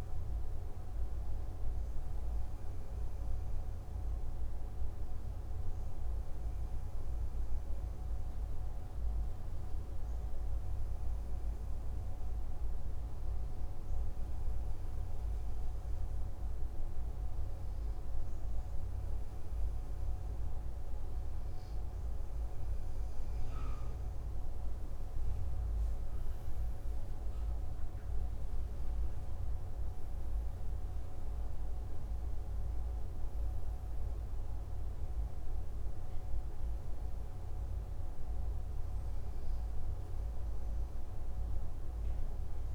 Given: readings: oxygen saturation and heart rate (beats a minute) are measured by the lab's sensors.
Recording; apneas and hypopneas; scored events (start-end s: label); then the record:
breathing in sleep, hard to hear, by a room microphone; none
none scored
From the record:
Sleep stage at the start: N2 (light sleep); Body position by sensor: on the left side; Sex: male